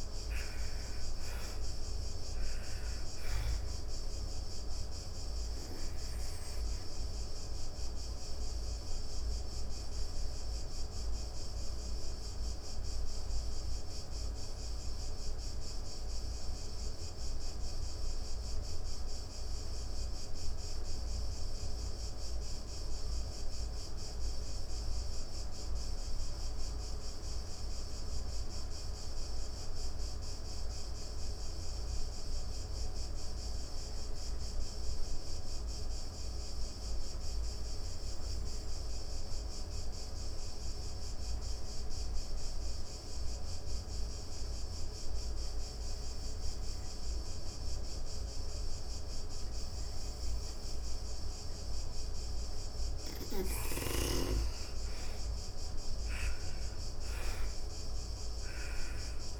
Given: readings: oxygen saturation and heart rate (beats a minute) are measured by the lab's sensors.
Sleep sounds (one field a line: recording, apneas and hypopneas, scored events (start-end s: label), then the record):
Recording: breathing in sleep, hard to hear, by a room microphone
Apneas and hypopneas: 1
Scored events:
0.00-27.50 s: oxygen desaturation (device-marked, oxygen 85% lowest, heart rate 89 extreme)
8.50-51.50 s: obstructive apnea (oxygen 99% before, 79% lowest, heart rate 125 before, 89 extreme, up 40 after)
38.50-59.40 s: oxygen desaturation (device-marked, oxygen 99% before, 79% lowest, heart rate 126 before, 106 extreme)
52.50-58.50 s: snoring (device-marked)
53.00-57.50 s: arousal
From the record:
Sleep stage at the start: N2 (light sleep)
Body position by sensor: on the back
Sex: female